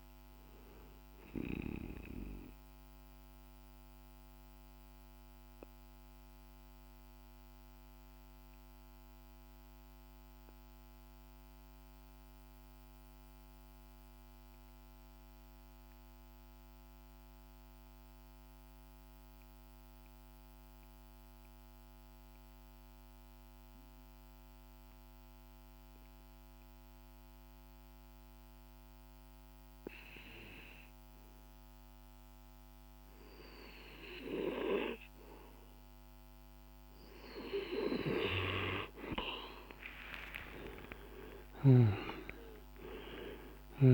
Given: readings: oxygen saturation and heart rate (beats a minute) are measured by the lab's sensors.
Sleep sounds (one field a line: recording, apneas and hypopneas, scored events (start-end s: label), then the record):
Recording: breathing in sleep by a microphone on the trachea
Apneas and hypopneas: 1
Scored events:
0.00-14.00 s: oxygen desaturation (device-marked, oxygen 88% lowest, heart rate 36 extreme)
0.50-36.00 s: mixed apnea (oxygen 97% before, 88% lowest)
26.00-43.93 s: oxygen desaturation (device-marked, oxygen 99% before, 88% lowest)
39.50-43.50 s: arousal
From the record:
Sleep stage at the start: N2 (light sleep)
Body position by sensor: on the back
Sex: male